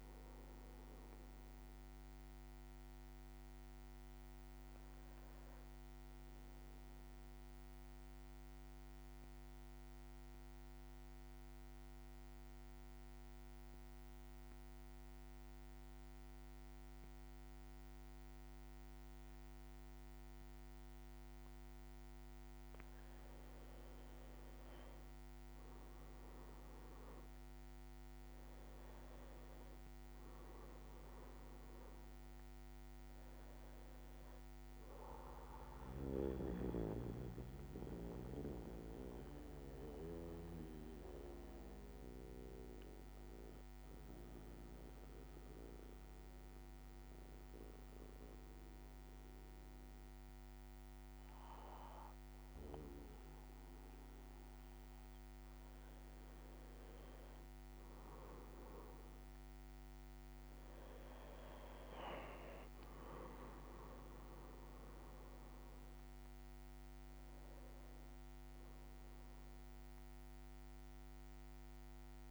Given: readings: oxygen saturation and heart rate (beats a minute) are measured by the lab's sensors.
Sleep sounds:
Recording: breathing in sleep by a microphone on the trachea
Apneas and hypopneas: 2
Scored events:
0.00-16.00 s: oxygen desaturation (device-marked, oxygen 94% lowest, heart rate 53 extreme)
7.50-22.00 s: central apnea (oxygen 97% before, 94% lowest, heart rate 56 before, 52 extreme, up 4 after)
24.50-29.50 s: arousal
29.00-49.00 s: oxygen desaturation (device-marked, oxygen 98% before, 94% lowest, heart rate 55 before, 52 extreme)
36.00-54.50 s: obstructive apnea (oxygen 99% before, 94% lowest, heart rate 56 before, 51 extreme, up 5 after)
57.00-62.00 s: arousal
From the record:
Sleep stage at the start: N2 (light sleep)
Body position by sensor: on the back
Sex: male

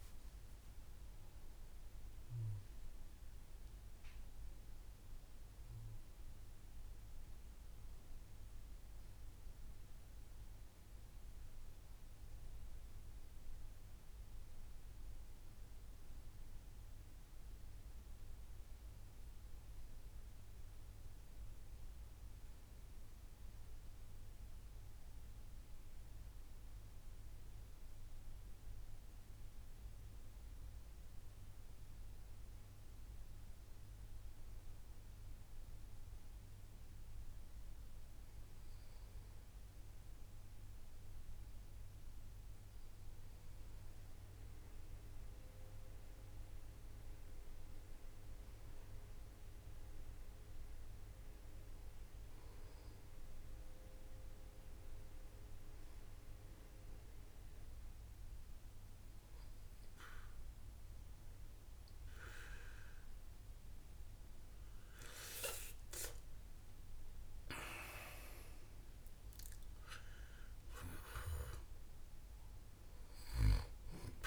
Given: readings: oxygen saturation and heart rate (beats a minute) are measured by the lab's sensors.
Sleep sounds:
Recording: breathing in sleep by a room microphone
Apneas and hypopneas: none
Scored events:
64.50-69.00 s: arousal
From the record:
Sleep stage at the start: N1 (lightest sleep)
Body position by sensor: on the back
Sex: male

